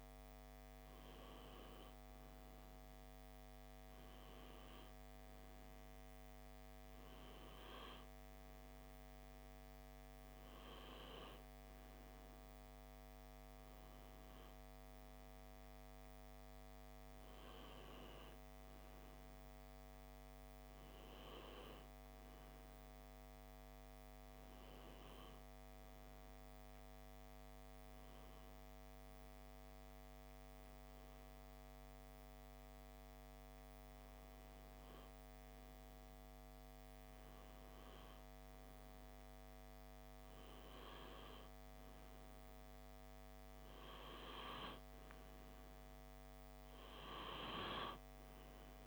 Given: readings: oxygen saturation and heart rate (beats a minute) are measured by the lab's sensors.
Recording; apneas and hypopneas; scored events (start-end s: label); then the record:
breathing in sleep by a microphone on the trachea; none
none scored
From the record:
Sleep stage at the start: N2 (light sleep); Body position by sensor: on the left side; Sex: male